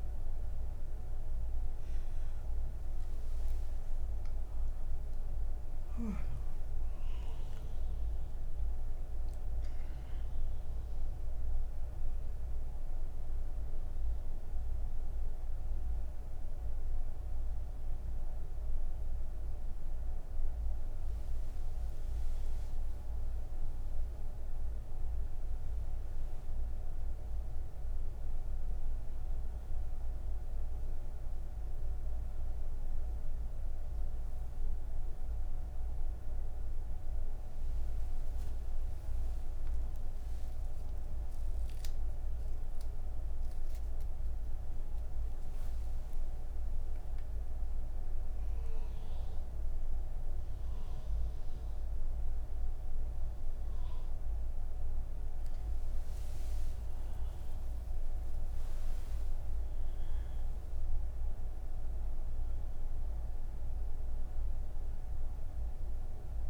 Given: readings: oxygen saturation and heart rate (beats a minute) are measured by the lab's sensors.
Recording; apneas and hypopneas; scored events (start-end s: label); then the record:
breathing in sleep, hard to hear, by a room microphone; none
49.00-66.50 s: new sleep stage, N1 (lightest sleep)
From the record:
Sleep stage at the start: N2 (light sleep); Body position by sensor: on the back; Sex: female